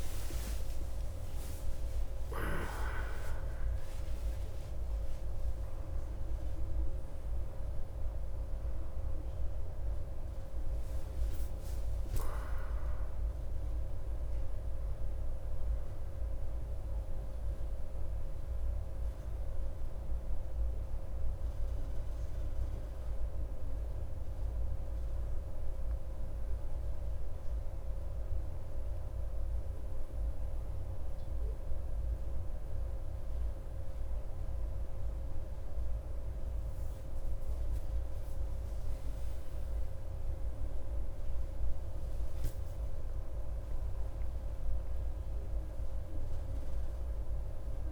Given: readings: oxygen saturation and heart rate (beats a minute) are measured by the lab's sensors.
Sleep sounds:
a person partly awake in a sleep study, hard to hear, by a room microphone; none
13.00-47.92 s: new sleep stage, N2 (light sleep)
38.50-42.50 s: arousal
From the record:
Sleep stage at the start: awake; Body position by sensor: on the back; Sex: male

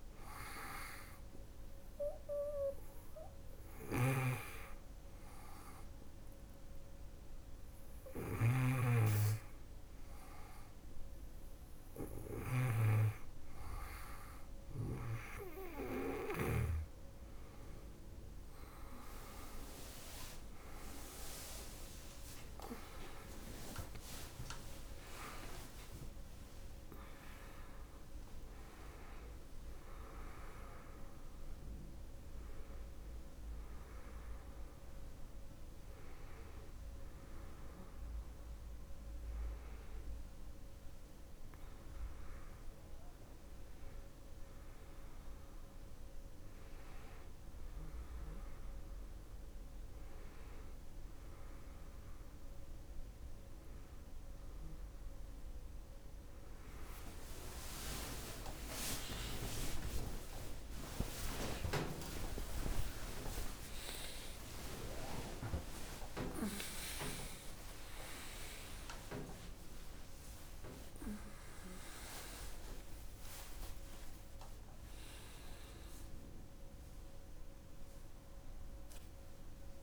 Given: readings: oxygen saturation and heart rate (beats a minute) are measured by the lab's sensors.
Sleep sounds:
a person awake in a sleep study, by a room microphone; 1
0.00-16.00 s: snoring (device-marked)
1.00-11.50 s: hypopnea (oxygen 98% before, 95% lowest, heart rate 80 before, 79 extreme, up 1 after)
25.00-79.82 s: new sleep stage, awake
56.00-68.00 s: tachycardia (device-marked, heart rate 82 before, 175 extreme)
59.50-61.50 s: long interval between heartbeats (device-marked, heart rate 87 before, 113 extreme)
61.50-63.50 s: long interval between heartbeats (device-marked, heart rate 90 before, 155 extreme)
63.50-65.50 s: long interval between heartbeats (device-marked, heart rate 97 before, 169 extreme)
67.00-69.00 s: long interval between heartbeats (device-marked, heart rate 111 before, 112 extreme)
From the record:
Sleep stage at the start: N2 (light sleep); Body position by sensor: on the back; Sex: female

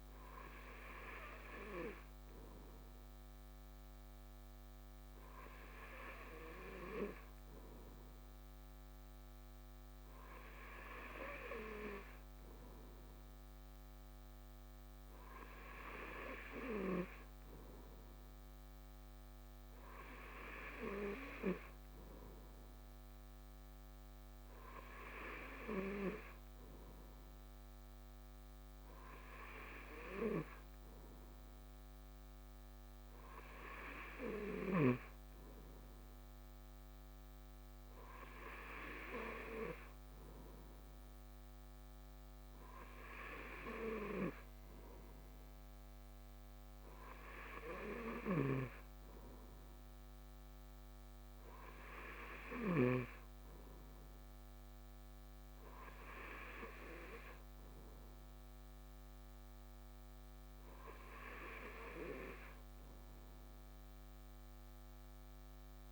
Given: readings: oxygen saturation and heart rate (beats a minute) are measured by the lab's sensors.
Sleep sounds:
breathing in sleep by a microphone on the trachea; none
none scored
From the record:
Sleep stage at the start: N2 (light sleep); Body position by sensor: on the right side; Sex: male

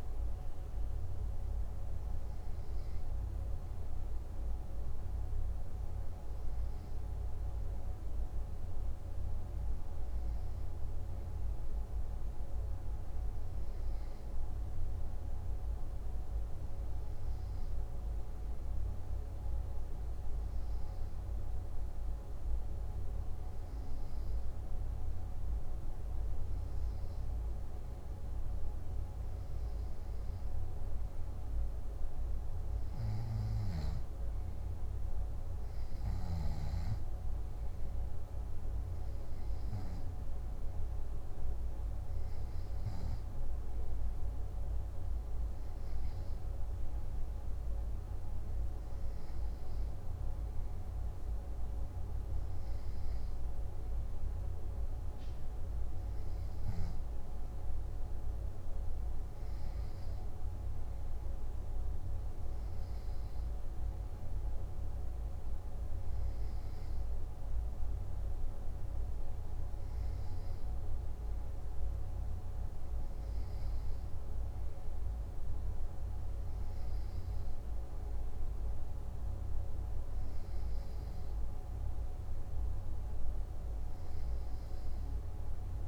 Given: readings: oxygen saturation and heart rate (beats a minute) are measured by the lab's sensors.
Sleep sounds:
breathing in sleep, hard to hear, by a room microphone; none
52.50-85.88 s: new sleep stage, N3 (deep sleep)
From the record:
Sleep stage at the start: N2 (light sleep); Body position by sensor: on the back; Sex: male

